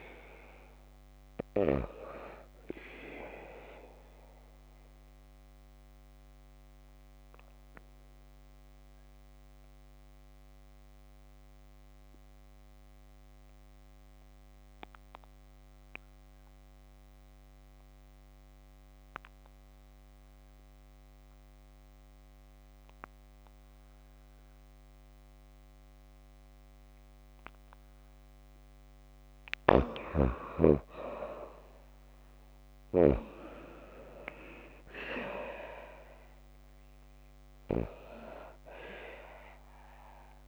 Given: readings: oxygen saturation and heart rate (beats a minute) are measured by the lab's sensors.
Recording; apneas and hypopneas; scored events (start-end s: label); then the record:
breathing in sleep by a microphone on the trachea; 1
0.00-2.00 s: oxygen desaturation (device-marked, oxygen 89% lowest, heart rate 54 extreme)
4.00-28.50 s: obstructive apnea (oxygen 95% before, 89% lowest, heart rate 66 before, 53 extreme, up 23 after)
30.00-33.00 s: arousal
30.00-40.48 s: oxygen desaturation (device-marked, oxygen 95% before, 90% lowest, heart rate 73 before, 53 extreme)
From the record:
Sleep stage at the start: N2 (light sleep); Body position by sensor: on the back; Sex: female